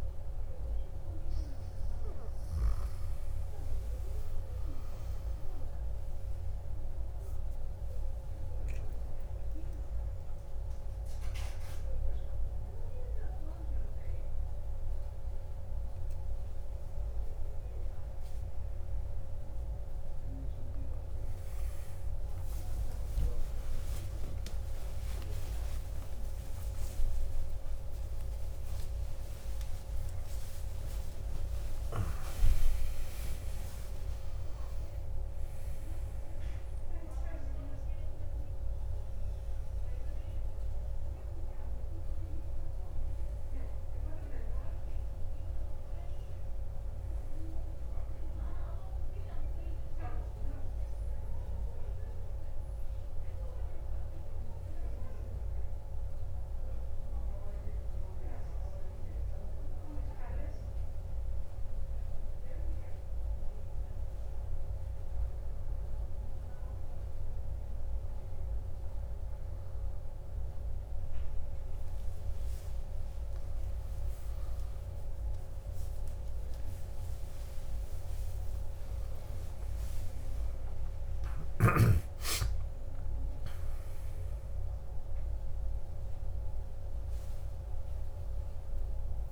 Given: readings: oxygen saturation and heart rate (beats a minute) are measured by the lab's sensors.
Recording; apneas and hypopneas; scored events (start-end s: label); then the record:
a person awake in a sleep study, hard to hear, by a room microphone; none
11.00-41.00 s: new sleep stage, awake
30.00-35.00 s: tachycardia (device-marked, heart rate 56 before, 110 extreme)
41.00-71.00 s: new sleep stage, N1 (lightest sleep)
71.00-89.31 s: new sleep stage, awake
81.00-89.00 s: oxygen desaturation (device-marked, oxygen 99% before, 96% lowest, heart rate 57 before, 51 extreme)
From the record:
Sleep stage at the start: N1 (lightest sleep); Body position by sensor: on the back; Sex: male